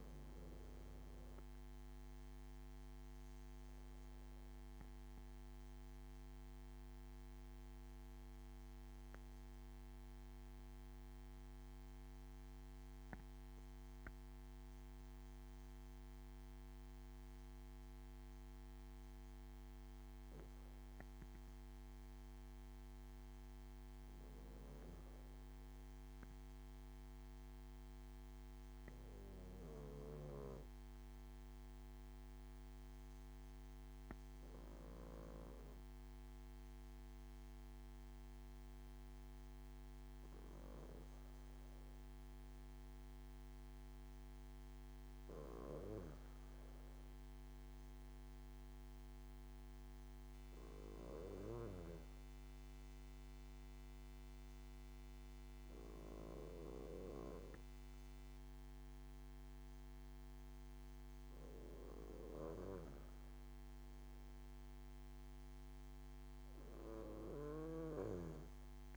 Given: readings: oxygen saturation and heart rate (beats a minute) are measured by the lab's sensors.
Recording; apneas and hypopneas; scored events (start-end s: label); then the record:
breathing in sleep by a microphone on the trachea; 3
0.00-2.00 s: arousal
10.00-21.00 s: mixed apnea (oxygen 97% before, 93% lowest)
23.00-26.50 s: arousal
30.50-41.50 s: obstructive apnea (oxygen 96% before, 93% lowest)
45.00-48.00 s: arousal
52.00-63.50 s: obstructive apnea (oxygen 96% before, 93% lowest)
66.00-68.96 s: arousal
From the record:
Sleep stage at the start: N2 (light sleep); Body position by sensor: on the back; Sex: male